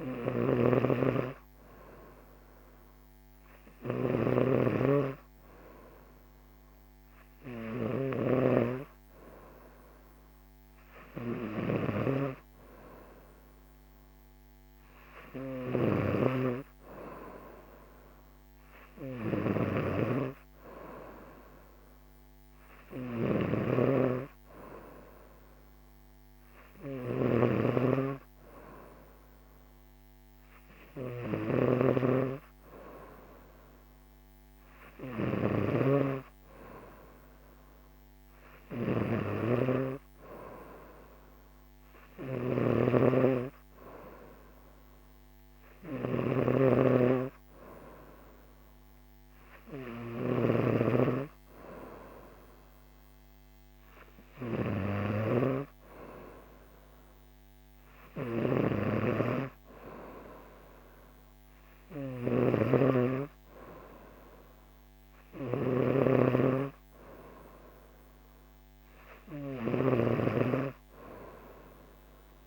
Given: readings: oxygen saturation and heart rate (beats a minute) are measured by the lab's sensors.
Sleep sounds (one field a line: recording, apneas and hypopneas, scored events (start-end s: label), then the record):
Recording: breathing in sleep by a microphone on the trachea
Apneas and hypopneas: none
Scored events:
0.00-72.46 s: snoring (device-marked)
From the record:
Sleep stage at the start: N3 (deep sleep)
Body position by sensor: on the right side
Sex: female